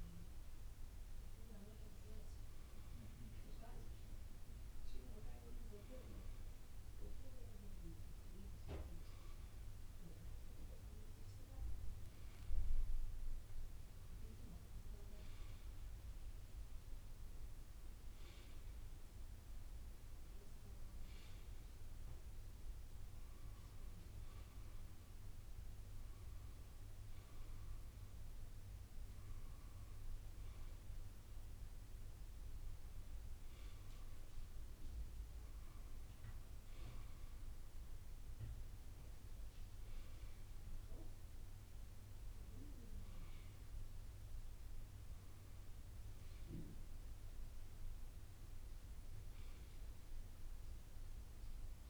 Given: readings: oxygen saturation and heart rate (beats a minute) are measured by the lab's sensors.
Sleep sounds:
breathing in sleep, hard to hear, by a room microphone; none
none scored
From the record:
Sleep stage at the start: N2 (light sleep); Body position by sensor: on the right side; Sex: male

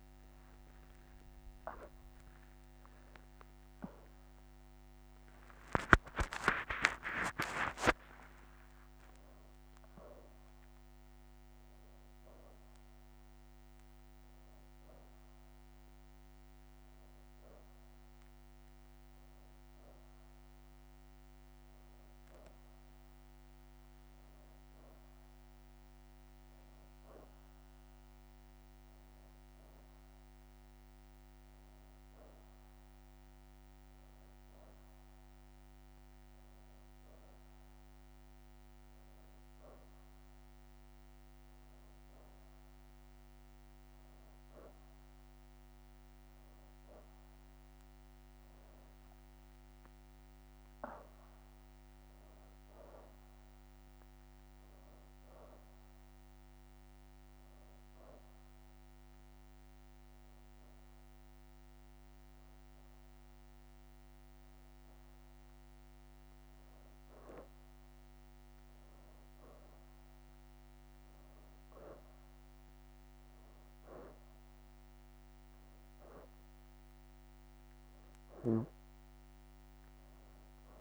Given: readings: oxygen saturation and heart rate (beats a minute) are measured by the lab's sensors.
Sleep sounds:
breathing in sleep by a microphone on the trachea; none
3.50-80.81 s: new sleep stage, N2 (light sleep)
8.00-10.00 s: leg movement (device-marked)
13.50-15.00 s: leg movement (device-marked)
22.00-31.50 s: leg movement (device-marked)
32.50-36.00 s: leg movement (device-marked)
54.50-58.00 s: arousal
56.50-60.50 s: leg movement (device-marked)
75.50-80.81 s: oxygen desaturation (device-marked, oxygen 93% before, 89% lowest, heart rate 86 before, 84 extreme)
From the record:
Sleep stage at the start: N1 (lightest sleep); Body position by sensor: on the back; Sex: female

